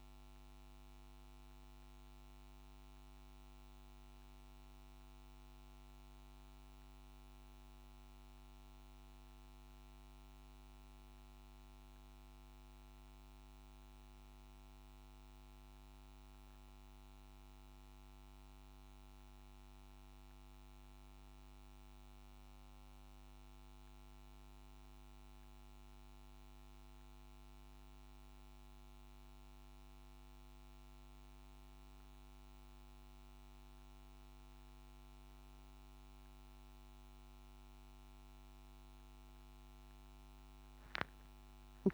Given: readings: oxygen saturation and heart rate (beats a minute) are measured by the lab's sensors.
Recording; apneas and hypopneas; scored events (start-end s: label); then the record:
a person awake in a sleep study, hard to hear, by a microphone on the trachea; none
none scored
From the record:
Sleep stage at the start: awake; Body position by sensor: on the back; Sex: male